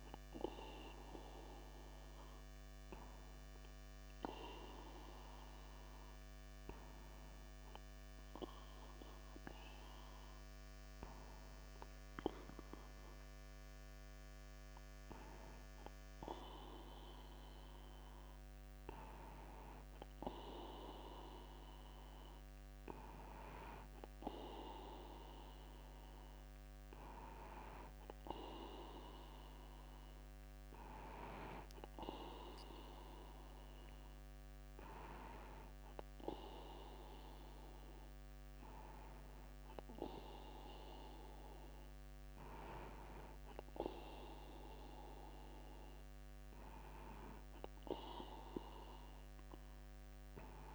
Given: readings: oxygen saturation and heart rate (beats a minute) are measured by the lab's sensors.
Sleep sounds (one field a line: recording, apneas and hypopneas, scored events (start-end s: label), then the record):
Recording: breathing in sleep by a microphone on the trachea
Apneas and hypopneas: none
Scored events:
5.50-7.50 s: long interval between heartbeats (device-marked)
11.50-13.50 s: long interval between heartbeats (device-marked)
17.50-19.50 s: long interval between heartbeats (device-marked)
24.50-26.50 s: long interval between heartbeats (device-marked, heart rate 32 before, 33 extreme)
44.00-46.00 s: long interval between heartbeats (device-marked, heart rate 47 before, 50 extreme)
From the record:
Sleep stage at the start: N2 (light sleep)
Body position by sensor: upright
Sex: male